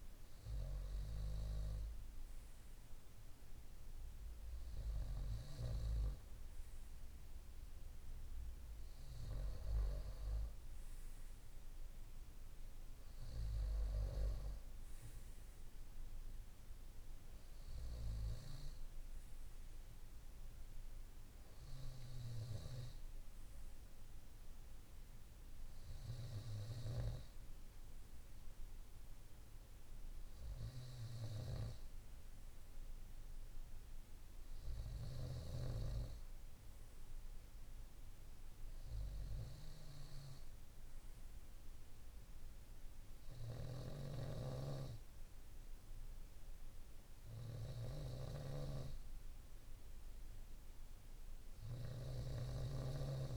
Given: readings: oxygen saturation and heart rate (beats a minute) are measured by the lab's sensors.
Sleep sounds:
breathing in sleep by a room microphone; none
52.00-53.37 s: snoring (device-marked)
From the record:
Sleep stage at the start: N2 (light sleep); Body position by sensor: on the right side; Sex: male

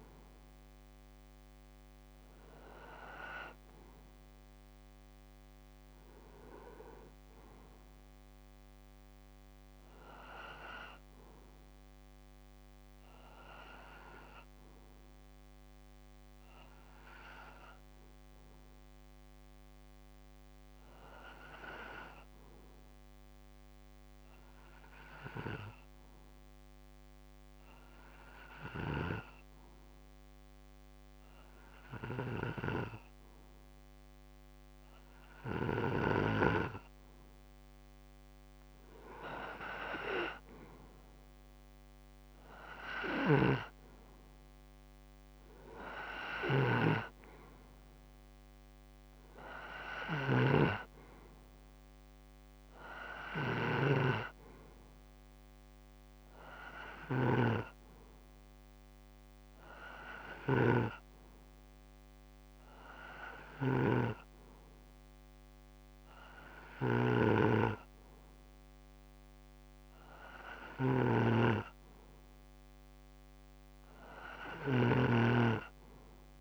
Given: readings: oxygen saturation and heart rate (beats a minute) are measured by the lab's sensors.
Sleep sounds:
breathing in sleep by a microphone on the trachea; 2
0.00-5.50 s: oxygen desaturation (device-marked, oxygen 91% lowest, heart rate 64 extreme)
9.50-13.50 s: arousal
16.00-36.50 s: obstructive apnea (oxygen 97% before, 91% lowest, heart rate 65 before, 65 extreme, up 1 after)
30.50-66.50 s: oxygen desaturation (device-marked, oxygen 97% before, 91% lowest, heart rate 66 before, 65 extreme)
38.50-41.00 s: arousal
46.00-60.50 s: snoring (device-marked)
58.50-70.50 s: hypopnea (oxygen 96% before, 91% lowest, heart rate 65 before, 65 extreme, up 0 after)
66.50-76.41 s: snoring (device-marked)
72.50-76.00 s: arousal
From the record:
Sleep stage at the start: N2 (light sleep); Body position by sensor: on the back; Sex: male

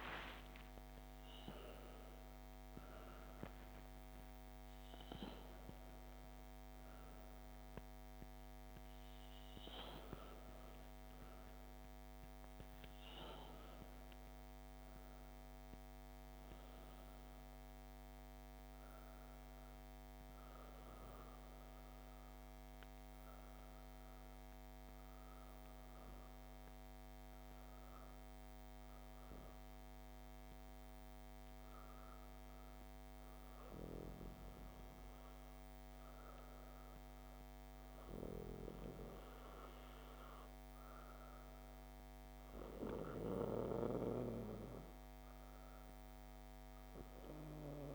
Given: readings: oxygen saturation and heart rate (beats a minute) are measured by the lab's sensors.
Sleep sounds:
breathing in sleep by a microphone on the trachea; 1
0.00-4.50 s: arousal
23.50-33.50 s: hypopnea (oxygen 94% before, 94% lowest, heart rate 77 before, 57 extreme, up 2 after)
36.00-41.00 s: arousal
From the record:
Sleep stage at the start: N2 (light sleep); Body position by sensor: on the back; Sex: female

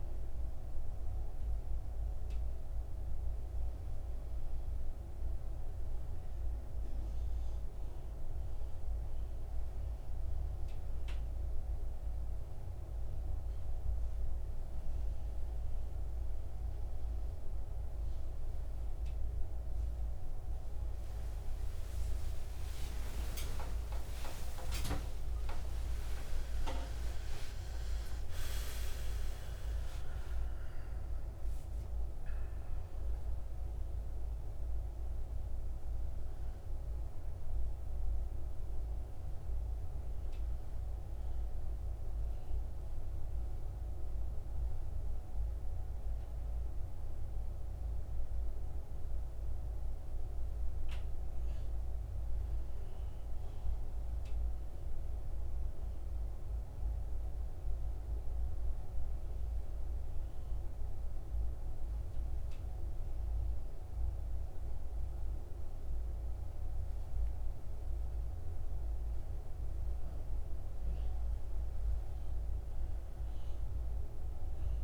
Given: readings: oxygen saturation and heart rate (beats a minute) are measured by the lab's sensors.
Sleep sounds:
breathing in sleep, hard to hear, by a room microphone; 1
23.00-28.50 s: arousal
26.00-54.00 s: oxygen desaturation (device-marked, oxygen 97% before, 93% lowest, heart rate 67 before, 54 extreme)
46.00-74.84 s: new sleep stage, N2 (light sleep)
59.50-70.50 s: mixed apnea (oxygen 99% before, 92% lowest, heart rate 62 before, 54 extreme, up 4 after)
72.00-74.84 s: arousal
From the record:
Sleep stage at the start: N1 (lightest sleep); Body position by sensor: on the back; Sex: male

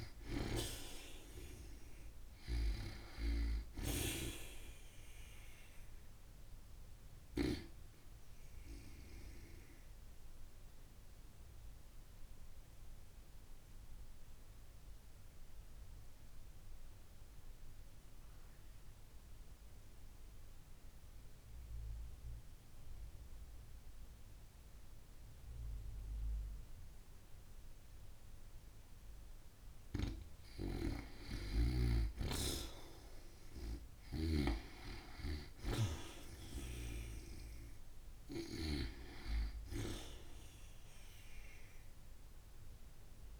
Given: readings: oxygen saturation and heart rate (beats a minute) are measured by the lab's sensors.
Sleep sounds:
breathing in sleep by a room microphone; 1
0.00-7.00 s: snoring (device-marked)
9.00-28.50 s: obstructive apnea (oxygen 95% before, 89% lowest)
20.50-43.39 s: oxygen desaturation (device-marked, oxygen 95% before, 89% lowest)
30.00-38.50 s: snoring (device-marked)
31.00-34.00 s: arousal
From the record:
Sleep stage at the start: N2 (light sleep); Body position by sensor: on the back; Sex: female

